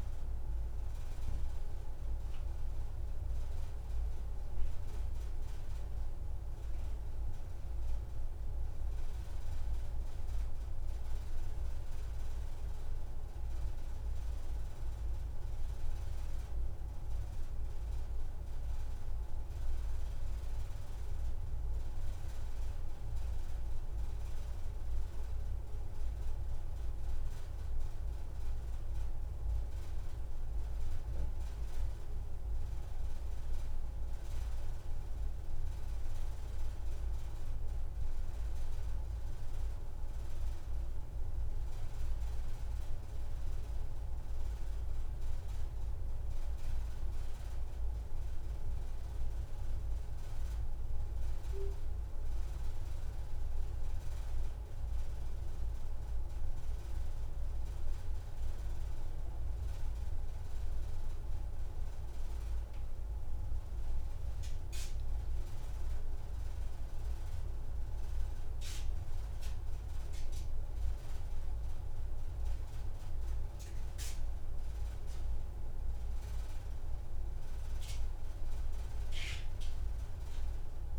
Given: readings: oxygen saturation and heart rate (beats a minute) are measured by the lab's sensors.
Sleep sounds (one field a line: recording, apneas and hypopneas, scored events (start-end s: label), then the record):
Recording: a person awake in a sleep study, hard to hear, by a room microphone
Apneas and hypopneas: none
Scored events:
0.50-2.50 s: long interval between heartbeats (device-marked, heart rate 97 before, 115 extreme)
24.00-26.00 s: long interval between heartbeats (device-marked)
26.00-80.99 s: new sleep stage, awake
33.50-35.50 s: long interval between heartbeats (device-marked, heart rate 79 before, 56 extreme)
39.00-41.00 s: long interval between heartbeats (device-marked, heart rate 67 before, 127 extreme)
From the record:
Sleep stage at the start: N1 (lightest sleep)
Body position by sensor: on the back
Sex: female